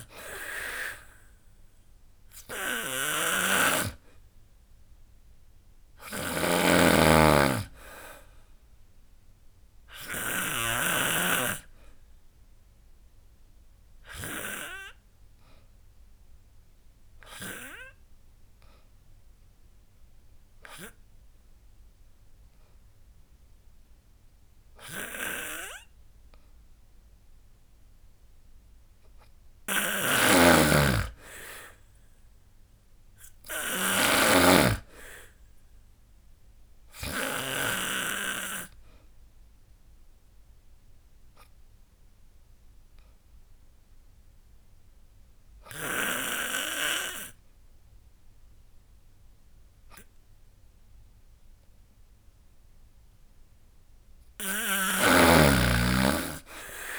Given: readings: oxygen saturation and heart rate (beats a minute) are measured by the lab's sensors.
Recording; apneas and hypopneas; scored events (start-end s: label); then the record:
breathing in sleep by a room microphone; 2
0.00-9.00 s: drop in pulse transit time (device-marked, heart rate 79 extreme)
0.00-10.00 s: snoring (device-marked)
9.50-27.50 s: obstructive apnea (oxygen 98% before, 91% lowest, heart rate 81 before, 68 extreme, up 9 after)
29.50-32.50 s: arousal
29.50-37.00 s: snoring (device-marked)
31.00-49.00 s: oxygen desaturation (device-marked, oxygen 98% before, 93% lowest, heart rate 76 before, 68 extreme)
37.00-52.50 s: obstructive apnea (oxygen 98% before, 91% lowest, heart rate 77 before, 68 extreme, up 18 after)
55.50-56.99 s: arousal
From the record:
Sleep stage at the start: N2 (light sleep); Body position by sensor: on the back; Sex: female